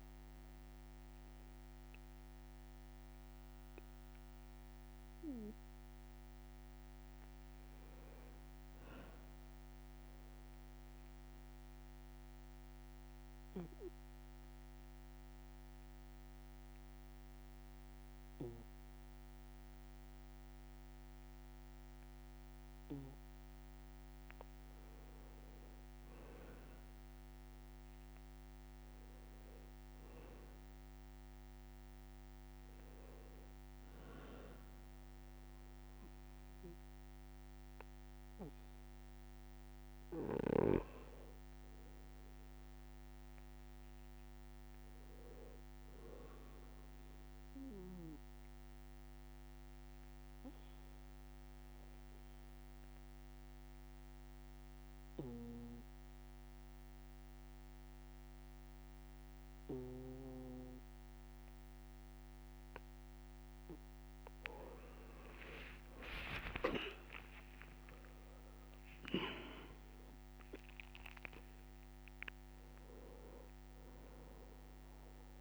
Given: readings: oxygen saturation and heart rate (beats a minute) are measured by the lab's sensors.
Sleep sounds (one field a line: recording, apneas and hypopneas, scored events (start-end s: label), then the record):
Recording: breathing in sleep by a microphone on the trachea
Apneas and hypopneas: 2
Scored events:
0.00-6.00 s: oxygen desaturation (device-marked, oxygen 92% lowest, heart rate 60 extreme)
9.50-23.00 s: obstructive apnea (oxygen 99% before, 92% lowest, heart rate 64 before, 59 extreme, up 2 after)
11.00-71.00 s: new sleep stage, N2 (light sleep)
26.50-30.50 s: arousal
32.00-46.00 s: oxygen desaturation (device-marked, oxygen 97% before, 94% lowest, heart rate 62 before, 59 extreme)
37.00-39.00 s: bradycardia (device-marked, heart rate 64 before, 60 extreme)
46.50-62.50 s: obstructive apnea (oxygen 98% before, 92% lowest, heart rate 61 before, 60 extreme, up 14 after)
67.00-75.41 s: oxygen desaturation (device-marked, oxygen 96% before, 92% lowest, heart rate 61 before, 61 extreme)
67.50-69.50 s: long interval between heartbeats (device-marked, heart rate 61 before, 72 extreme)
71.00-75.41 s: new sleep stage, awake
From the record:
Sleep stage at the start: N1 (lightest sleep)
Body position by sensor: on the back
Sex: male